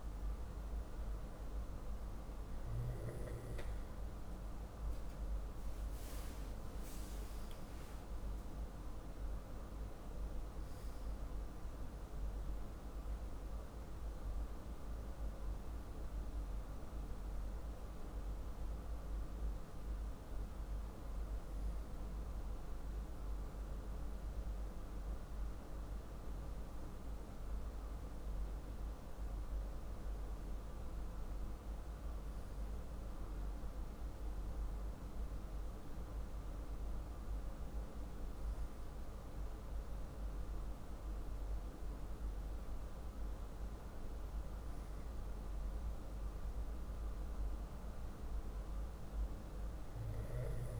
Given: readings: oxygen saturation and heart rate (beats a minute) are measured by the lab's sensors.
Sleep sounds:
breathing in sleep, hard to hear, by a room microphone; none
7.00-11.00 s: arousal
From the record:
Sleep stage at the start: N2 (light sleep); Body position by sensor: on the back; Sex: male

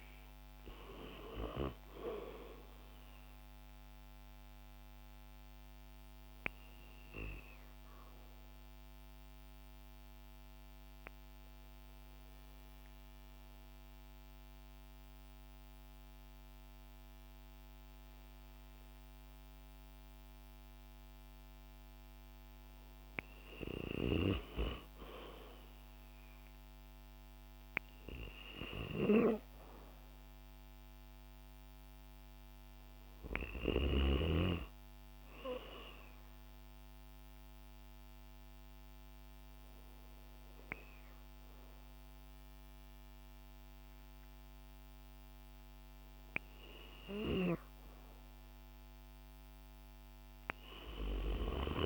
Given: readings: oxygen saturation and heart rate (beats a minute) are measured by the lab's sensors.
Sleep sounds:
breathing in sleep by a microphone on the trachea; 2
0.00-10.50 s: oxygen desaturation (device-marked, oxygen 93% lowest, heart rate 53 extreme)
8.00-20.50 s: obstructive apnea (oxygen 97% before, 93% lowest, heart rate 57 before, 53 extreme, up 6 after)
24.00-28.50 s: arousal
28.50-44.50 s: oxygen desaturation (device-marked, oxygen 97% before, 93% lowest, heart rate 54 before, 54 extreme)
36.00-47.00 s: hypopnea (oxygen 97% before, 92% lowest, heart rate 56 before, 54 extreme, up 8 after)
50.00-51.85 s: arousal
50.50-51.85 s: snoring (device-marked)
From the record:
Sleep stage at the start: N2 (light sleep); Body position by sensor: on the back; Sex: female

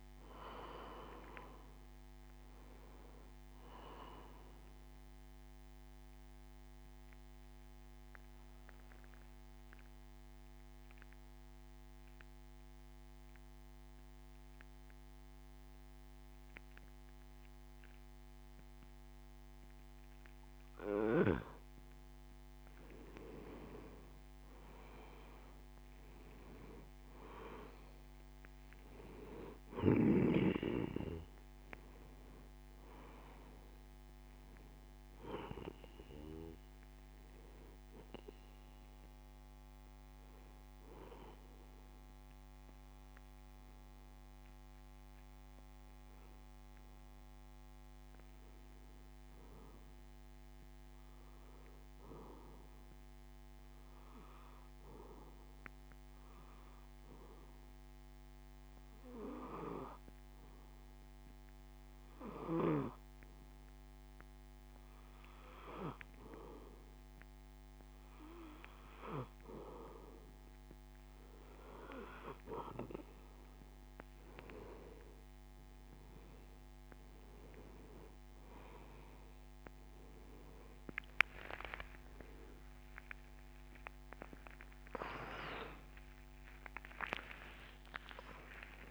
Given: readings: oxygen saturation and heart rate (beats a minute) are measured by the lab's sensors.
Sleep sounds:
breathing in sleep by a microphone on the trachea; 2
0.00-5.00 s: arousal
7.50-21.50 s: mixed apnea (oxygen 95% before, 93% lowest)
24.50-28.50 s: arousal
30.00-50.00 s: oxygen desaturation (device-marked, oxygen 97% before, 93% lowest)
54.50-66.00 s: obstructive apnea (oxygen 97% before, 92% lowest)
68.50-71.50 s: arousal
69.00-88.91 s: oxygen desaturation (device-marked, oxygen 96% before, 92% lowest)
84.50-88.91 s: arousal
From the record:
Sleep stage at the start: N2 (light sleep); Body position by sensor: on the back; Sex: male

